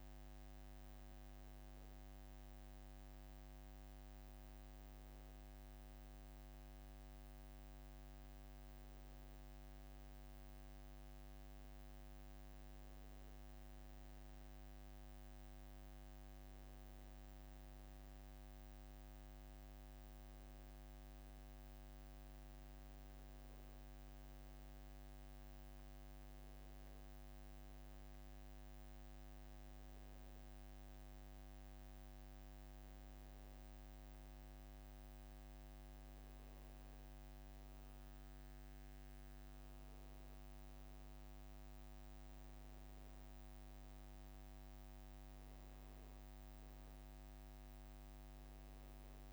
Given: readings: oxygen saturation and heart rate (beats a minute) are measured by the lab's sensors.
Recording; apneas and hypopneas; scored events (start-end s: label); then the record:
a person partly awake in a sleep study, hard to hear, by a microphone on the trachea; none
15.50-49.33 s: new sleep stage, N1 (lightest sleep)
From the record:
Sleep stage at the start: awake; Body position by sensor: on the back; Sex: male